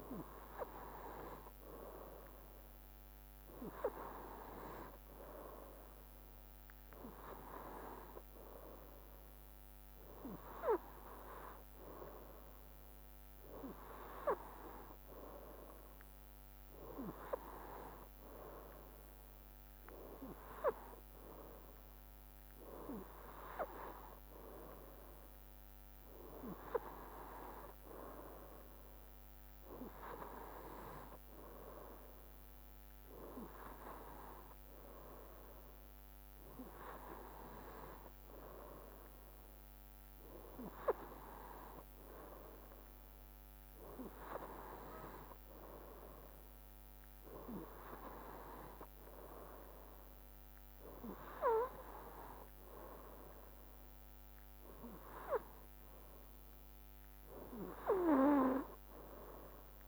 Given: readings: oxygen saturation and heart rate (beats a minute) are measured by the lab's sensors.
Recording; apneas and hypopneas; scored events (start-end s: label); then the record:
breathing in sleep by a microphone on the trachea; none
none scored
From the record:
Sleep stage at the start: N2 (light sleep); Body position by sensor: on the right side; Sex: male